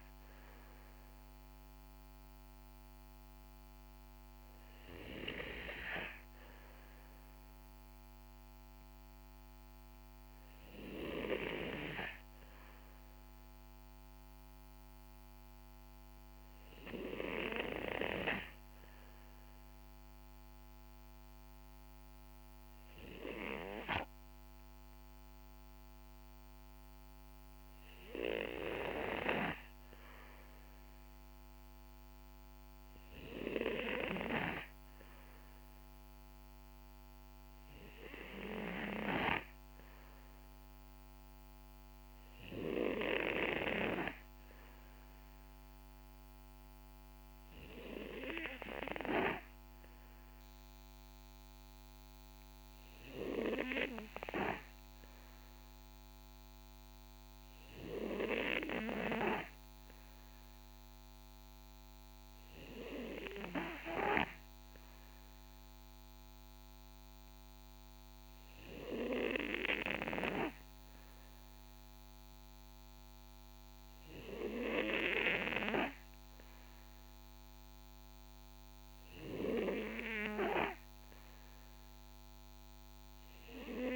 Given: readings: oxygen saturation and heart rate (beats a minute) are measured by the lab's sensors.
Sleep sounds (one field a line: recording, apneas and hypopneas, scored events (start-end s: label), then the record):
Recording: breathing in sleep by a microphone on the trachea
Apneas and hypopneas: 1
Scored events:
0.00-14.50 s: oxygen desaturation (device-marked, oxygen 90% lowest, heart rate 53 extreme)
9.50-69.00 s: hypopnea (oxygen 93% before, 90% lowest, heart rate 61 before, 57 extreme, up 5 after)
71.00-75.00 s: arousal
From the record:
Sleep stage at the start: N2 (light sleep)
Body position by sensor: on the back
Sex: male